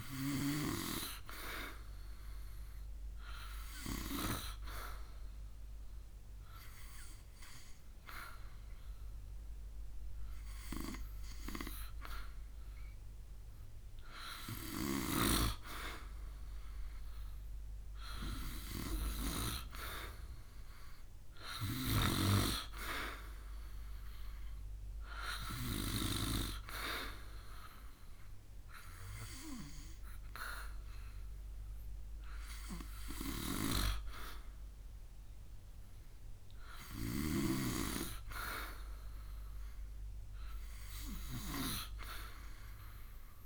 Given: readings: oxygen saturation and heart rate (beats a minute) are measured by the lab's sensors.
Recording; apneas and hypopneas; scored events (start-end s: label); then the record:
breathing in sleep by a room microphone; 1
2.50-14.50 s: obstructive apnea (oxygen 93% before, 90% lowest, heart rate 70 before, 62 extreme, up 6 after)
18.50-22.00 s: arousal
21.00-36.00 s: oxygen desaturation (device-marked, oxygen 93% before, 90% lowest, heart rate 67 before, 67 extreme)
From the record:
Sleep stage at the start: N2 (light sleep); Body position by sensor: on the back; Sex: male